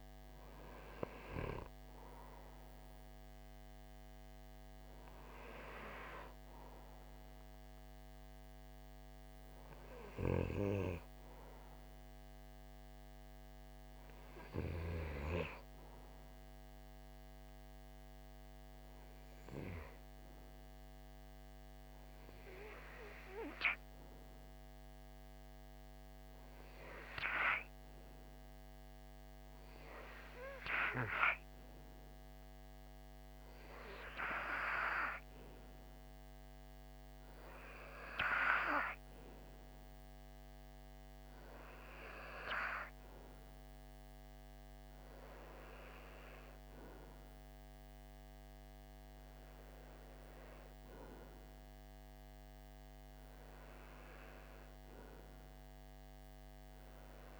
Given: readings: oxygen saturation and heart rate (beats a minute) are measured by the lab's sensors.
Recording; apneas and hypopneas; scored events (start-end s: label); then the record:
breathing in sleep by a microphone on the trachea; 1
0.00-21.00 s: oxygen desaturation (device-marked, oxygen 91% lowest, heart rate 55 extreme)
15.50-34.00 s: hypopnea (oxygen 93% before, 89% lowest, heart rate 61 before, 55 extreme, up 4 after)
38.00-43.00 s: arousal
39.00-51.00 s: oxygen desaturation (device-marked, oxygen 95% before, 93% lowest, heart rate 60 before, 55 extreme)
From the record:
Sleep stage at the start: REM sleep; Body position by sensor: on the right side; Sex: male